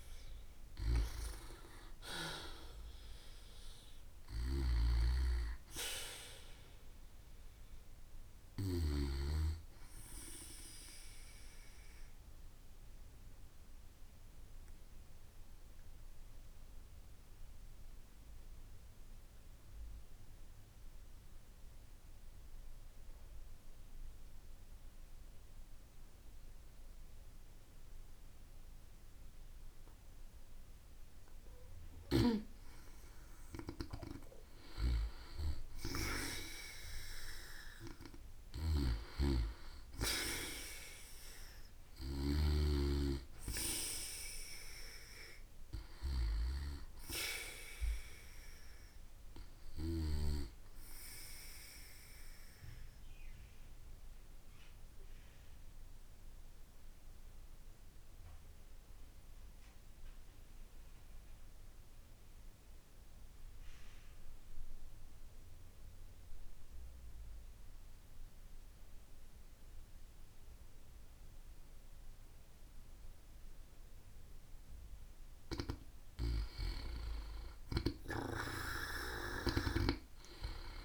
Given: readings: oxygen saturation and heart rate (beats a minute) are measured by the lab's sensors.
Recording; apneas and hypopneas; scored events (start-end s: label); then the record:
breathing in sleep by a room microphone; 2
4.50-9.00 s: snoring (device-marked)
12.00-31.50 s: obstructive apnea (oxygen 95% before, 91% lowest)
33.00-36.00 s: arousal
38.50-42.50 s: snoring (device-marked)
41.50-51.50 s: oxygen desaturation (device-marked, oxygen 94% before, 91% lowest)
53.00-75.50 s: obstructive apnea (oxygen 94% before, 90% lowest)
78.00-80.85 s: arousal
79.50-80.85 s: oxygen desaturation (device-marked, oxygen 96% before, 93% lowest)
79.50-80.85 s: snoring (device-marked)
From the record:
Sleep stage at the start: N2 (light sleep); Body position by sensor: on the back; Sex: female